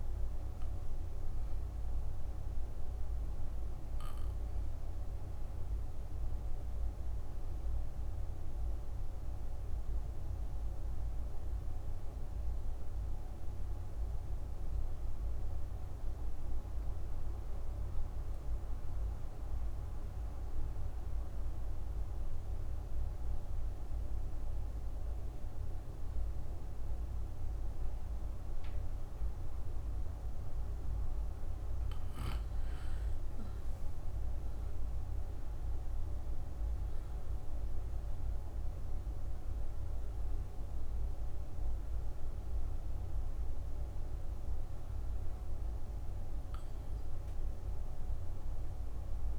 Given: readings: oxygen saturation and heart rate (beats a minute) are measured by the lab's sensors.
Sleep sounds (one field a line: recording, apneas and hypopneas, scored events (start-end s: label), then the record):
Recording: breathing in sleep, hard to hear, by a room microphone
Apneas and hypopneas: 1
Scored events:
0.00-13.00 s: oxygen desaturation (device-marked, oxygen 83% lowest, heart rate 57 extreme)
4.50-31.00 s: obstructive apnea (oxygen 97% before, 80% lowest, heart rate 68 before, 57 extreme, up 10 after)
26.00-49.39 s: oxygen desaturation (device-marked, oxygen 98% before, 80% lowest, heart rate 62 before, 59 extreme)
33.00-38.50 s: arousal
From the record:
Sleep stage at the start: N2 (light sleep)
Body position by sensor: on the back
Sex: female